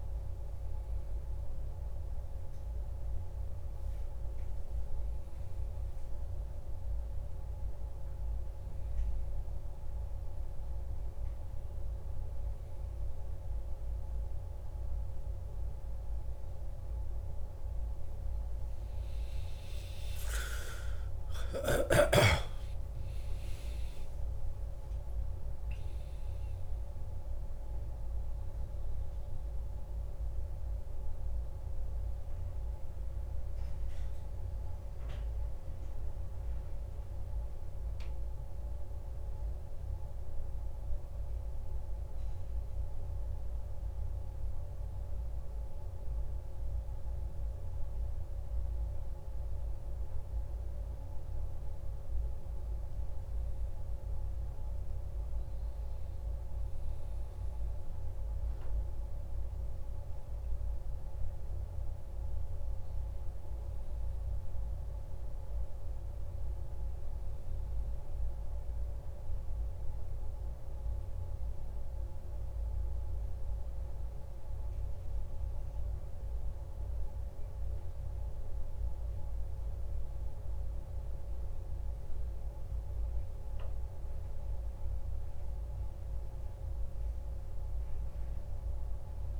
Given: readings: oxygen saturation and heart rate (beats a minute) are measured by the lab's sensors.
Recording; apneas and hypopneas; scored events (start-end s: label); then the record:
breathing in sleep, hard to hear, by a room microphone; 1
20.00-26.00 s: arousal
28.00-46.50 s: central apnea (oxygen 98% before, 96% lowest, heart rate 61 before, 53 extreme, up 2 after)
37.50-89.40 s: new sleep stage, N2 (light sleep)
51.00-55.50 s: arousal
From the record:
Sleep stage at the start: N1 (lightest sleep); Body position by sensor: on the back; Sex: male